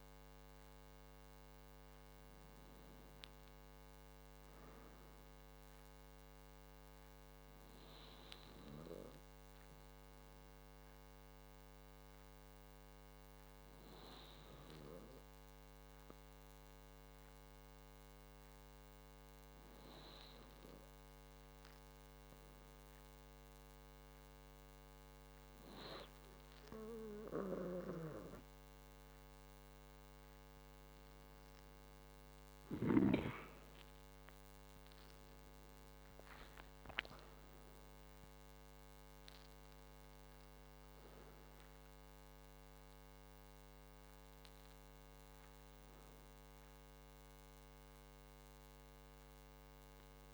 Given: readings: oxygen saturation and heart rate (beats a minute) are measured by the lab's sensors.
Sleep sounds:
breathing in sleep by a microphone on the trachea; 1
8.00-29.50 s: hypopnea (oxygen 97% before, 94% lowest, heart rate 46 before, 47 extreme, up 5 after)
34.50-38.50 s: arousal
From the record:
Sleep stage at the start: N2 (light sleep); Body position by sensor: on the back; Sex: male

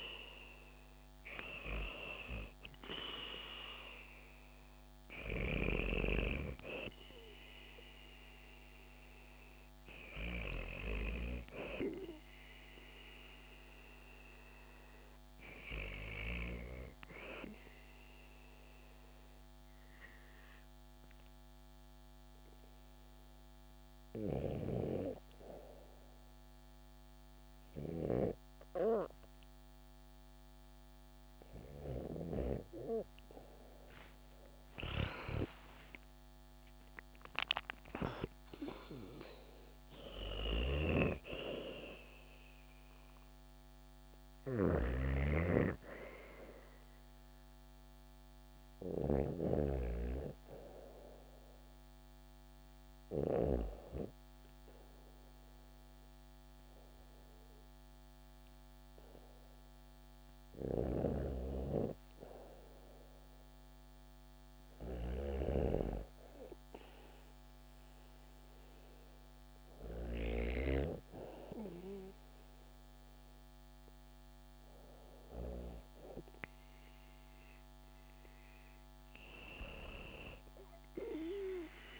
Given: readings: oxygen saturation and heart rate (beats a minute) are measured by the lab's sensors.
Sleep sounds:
breathing in sleep by a microphone on the trachea; 1
0.00-17.50 s: oxygen desaturation (device-marked, oxygen 91% lowest, heart rate 66 extreme)
17.00-31.50 s: hypopnea (oxygen 94% before, 94% lowest, heart rate 77 before, 64 extreme, up 7 after)
23.50-27.50 s: snoring (device-marked)
33.50-37.00 s: arousal
44.00-48.50 s: snoring (device-marked)
80.00-82.00 s: arousal
From the record:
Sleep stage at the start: REM sleep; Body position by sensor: on the back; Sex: female

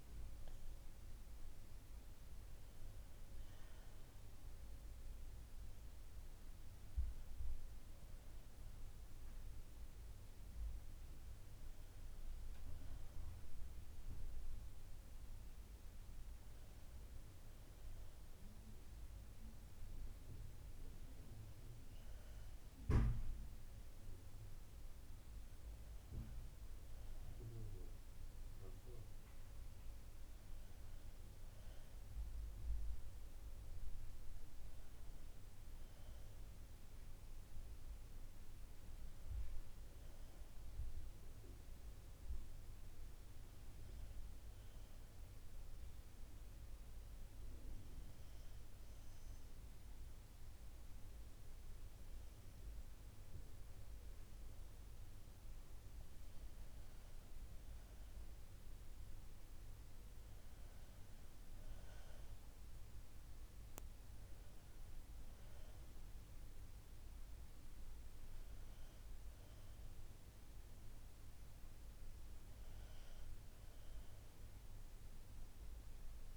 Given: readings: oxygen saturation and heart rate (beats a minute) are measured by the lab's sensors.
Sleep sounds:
breathing in sleep, hard to hear, by a room microphone; none
64.50-76.37 s: oxygen desaturation (device-marked, oxygen 94% before, 91% lowest, heart rate 63 before, 62 extreme)
From the record:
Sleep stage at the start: N2 (light sleep); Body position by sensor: on the back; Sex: female

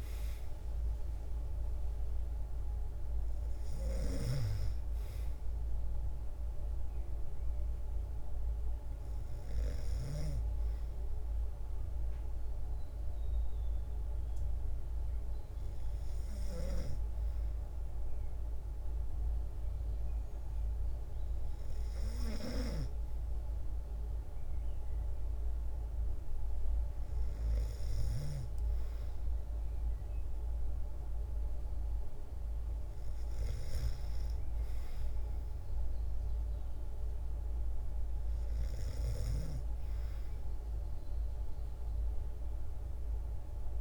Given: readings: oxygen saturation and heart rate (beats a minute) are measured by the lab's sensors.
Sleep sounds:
breathing in sleep by a room microphone; none
0.00-1.00 s: arousal
0.00-9.00 s: snoring (device-marked)
27.00-33.00 s: snoring (device-marked)
From the record:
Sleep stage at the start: N2 (light sleep); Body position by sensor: on the back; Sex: female

